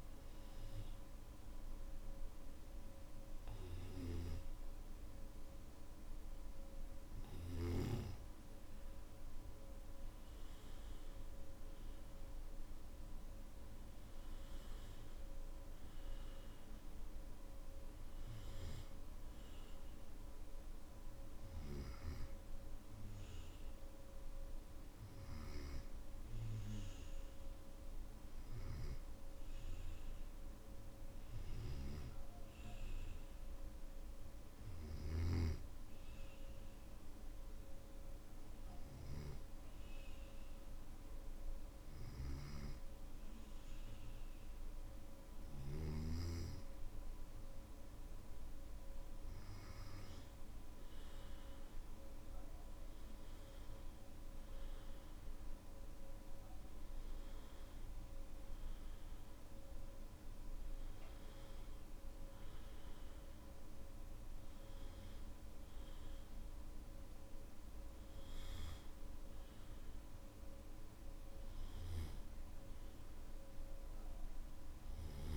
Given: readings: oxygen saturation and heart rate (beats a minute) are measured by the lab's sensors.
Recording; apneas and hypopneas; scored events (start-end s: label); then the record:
breathing in sleep, hard to hear, by a room microphone; none
none scored
From the record:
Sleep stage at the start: N1 (lightest sleep); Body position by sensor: on the back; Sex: male